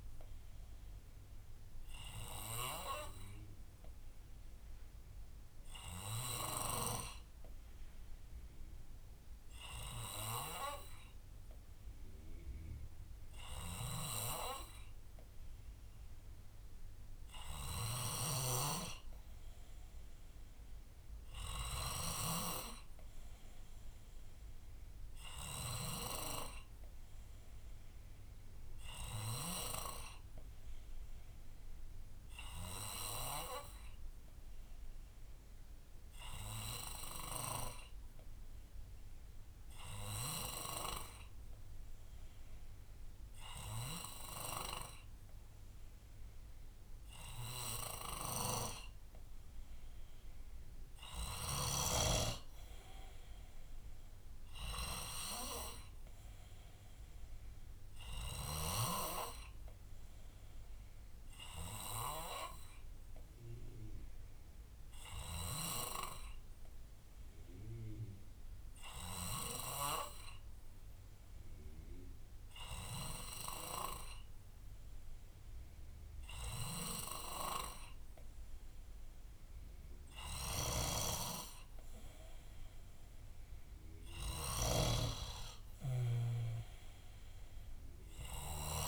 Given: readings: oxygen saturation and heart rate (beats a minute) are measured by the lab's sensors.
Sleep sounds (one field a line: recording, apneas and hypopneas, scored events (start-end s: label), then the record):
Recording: breathing in sleep by a room microphone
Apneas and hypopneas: 3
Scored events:
0.00-20.00 s: bradycardia (device-marked, heart rate 56 extreme)
1.50-18.00 s: obstructive apnea (oxygen 96% before, 92% lowest, heart rate 61 before, 56 extreme, up 5 after)
18.50-22.50 s: snoring (device-marked)
23.00-26.50 s: arousal
25.00-29.00 s: bradycardia (device-marked, heart rate 62 before, 59 extreme)
29.50-49.00 s: obstructive apnea (oxygen 96% before, 91% lowest, heart rate 58 before, 57 extreme, up 6 after)
40.00-46.00 s: bradycardia (device-marked, heart rate 61 before, 58 extreme)
49.50-52.50 s: arousal
55.00-58.00 s: bradycardia (device-marked, heart rate 61 before, 60 extreme)
61.00-78.00 s: obstructive apnea (oxygen 95% before, 91% lowest, heart rate 60 before, 59 extreme, up 2 after)
62.00-67.00 s: bradycardia (device-marked, heart rate 61 before, 59 extreme)
86.00-88.88 s: snoring (device-marked)
From the record:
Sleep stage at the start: N2 (light sleep)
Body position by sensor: on the left side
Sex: male